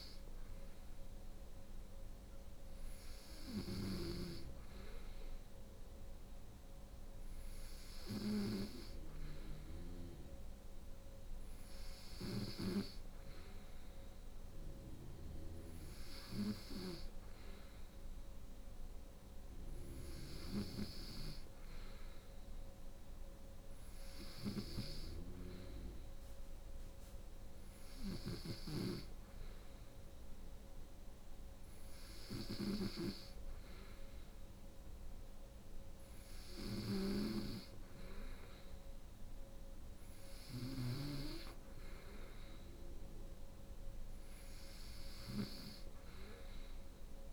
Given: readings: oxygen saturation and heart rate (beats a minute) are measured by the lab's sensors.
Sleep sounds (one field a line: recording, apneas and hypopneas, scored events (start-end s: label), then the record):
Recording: breathing in sleep by a room microphone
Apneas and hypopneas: none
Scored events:
0.00-47.33 s: snoring (device-marked)
From the record:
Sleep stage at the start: N2 (light sleep)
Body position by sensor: on the right side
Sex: female